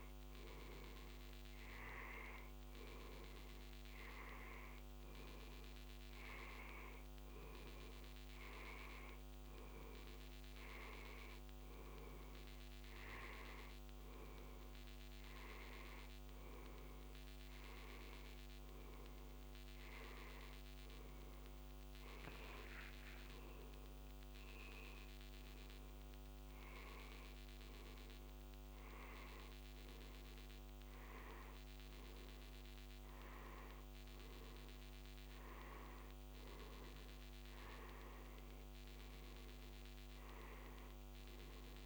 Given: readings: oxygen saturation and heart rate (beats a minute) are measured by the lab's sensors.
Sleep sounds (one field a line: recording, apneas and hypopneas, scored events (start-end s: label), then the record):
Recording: breathing in sleep, hard to hear, by a microphone on the trachea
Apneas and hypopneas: none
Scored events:
22.50-26.50 s: arousal
31.00-41.86 s: new sleep stage, N2 (light sleep)
From the record:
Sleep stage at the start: N1 (lightest sleep)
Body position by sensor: on the back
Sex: male